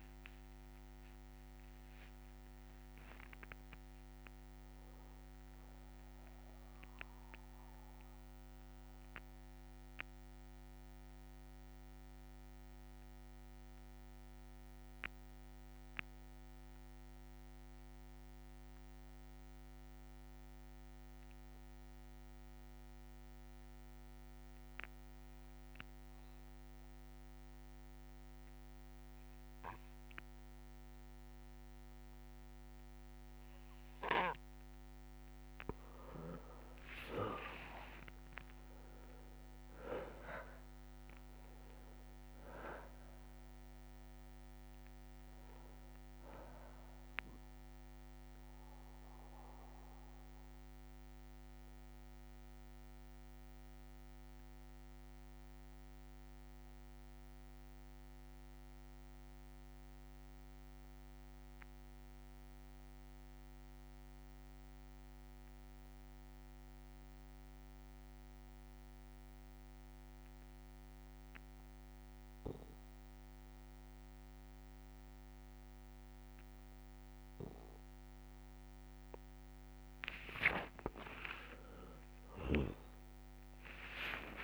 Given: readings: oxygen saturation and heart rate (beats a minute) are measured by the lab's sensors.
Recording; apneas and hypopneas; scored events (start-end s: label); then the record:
breathing in sleep by a microphone on the trachea; 2
0.00-1.50 s: long interval between heartbeats (device-marked, heart rate 95 extreme)
0.00-3.50 s: tachycardia (device-marked, heart rate 129 extreme)
0.00-12.50 s: oxygen desaturation (device-marked, oxygen 93% lowest, heart rate 54 extreme)
2.50-4.50 s: long interval between heartbeats (device-marked, heart rate 73 before, 129 extreme)
9.00-33.00 s: obstructive apnea (oxygen 99% before, 92% lowest, heart rate 89 before, 59 extreme, up 4 after)
32.50-58.50 s: oxygen desaturation (device-marked, oxygen 99% before, 92% lowest, heart rate 61 before, 59 extreme)
35.50-39.50 s: arousal
48.50-77.00 s: obstructive apnea (oxygen 99% before, 92% lowest, heart rate 63 before, 59 extreme, up 41 after)
53.50-56.50 s: bradycardia (device-marked, heart rate 64 before, 60 extreme)
76.50-84.44 s: oxygen desaturation (device-marked, oxygen 99% before, 92% lowest, heart rate 61 before, 27 extreme)
79.50-84.44 s: new sleep stage, awake
81.00-83.00 s: long interval between heartbeats (device-marked, heart rate 61 before, 81 extreme)
81.50-84.44 s: tachycardia (device-marked, heart rate 64 before, 90 extreme)
From the record:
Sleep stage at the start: N2 (light sleep); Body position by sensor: on the back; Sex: male